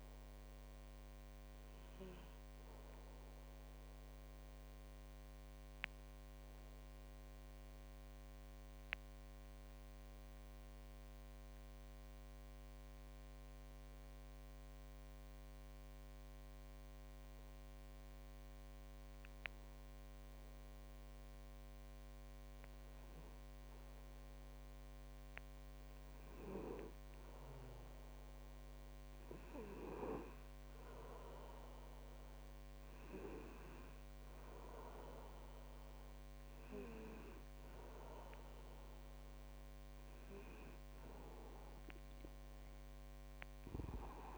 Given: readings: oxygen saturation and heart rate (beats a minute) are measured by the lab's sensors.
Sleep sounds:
breathing in sleep by a microphone on the trachea; 1
4.00-23.50 s: obstructive apnea (oxygen 98% before, 94% lowest, heart rate 50 before, 41 extreme, up 9 after)
27.00-31.50 s: arousal
33.00-44.38 s: oxygen desaturation (device-marked, oxygen 98% before, 94% lowest, heart rate 51 before, 46 extreme)
From the record:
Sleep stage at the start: N2 (light sleep); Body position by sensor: on the back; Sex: male

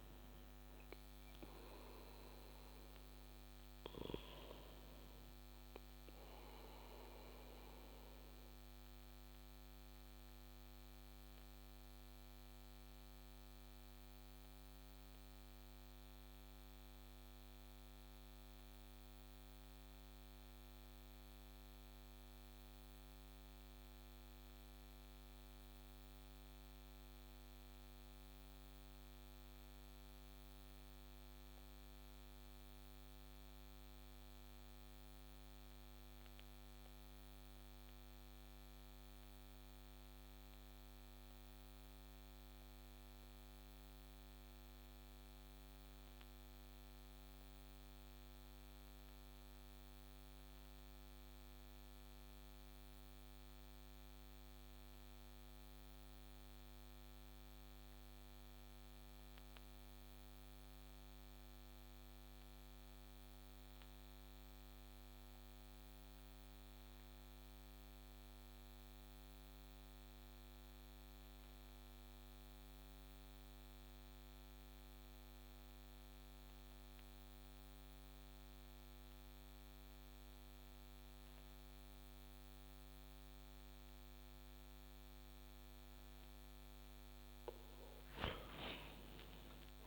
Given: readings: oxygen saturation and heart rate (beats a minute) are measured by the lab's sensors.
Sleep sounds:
breathing in sleep, hard to hear, by a microphone on the trachea; 1
0.00-20.50 s: oxygen desaturation (device-marked, oxygen 93% lowest, heart rate 25 extreme)
6.00-85.50 s: obstructive apnea (oxygen 98% before, 88% lowest)
46.50-89.87 s: new sleep stage, REM sleep
83.50-89.87 s: oxygen desaturation (device-marked, oxygen 94% before, 88% lowest)
88.50-89.87 s: arousal
From the record:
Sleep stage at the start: N2 (light sleep); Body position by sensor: on the back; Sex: male

